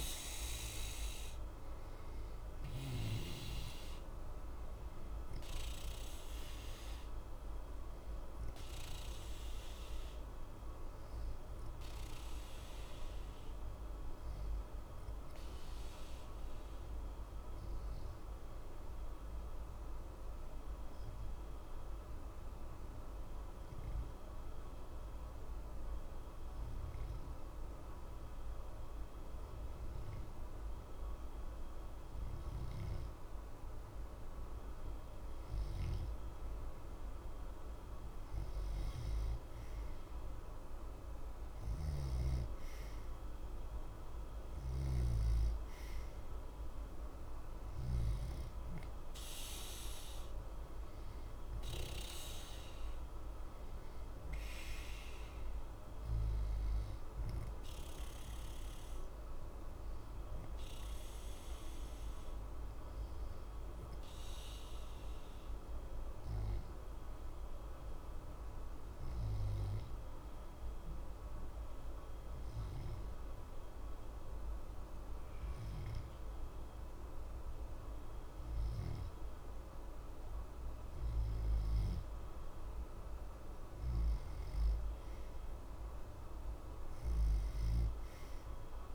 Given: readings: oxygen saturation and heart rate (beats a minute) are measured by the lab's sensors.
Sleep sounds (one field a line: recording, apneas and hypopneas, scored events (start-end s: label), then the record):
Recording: breathing in sleep, hard to hear, by a room microphone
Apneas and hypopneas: 2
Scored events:
3.50-24.50 s: oxygen desaturation (device-marked, oxygen 92% before, 88% lowest, heart rate 61 before, 60 extreme)
10.50-34.00 s: obstructive apnea (oxygen 92% before, 87% lowest, heart rate 61 before, 60 extreme, up 2 after)
36.00-40.50 s: arousal
44.50-76.50 s: oxygen desaturation (device-marked, oxygen 93% before, 87% lowest, heart rate 61 before, 60 extreme)
59.50-80.50 s: obstructive apnea (oxygen 93% before, 87% lowest, heart rate 60 before, 60 extreme, up 0 after)
85.50-88.95 s: arousal
From the record:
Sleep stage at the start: N2 (light sleep)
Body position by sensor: on the back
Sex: male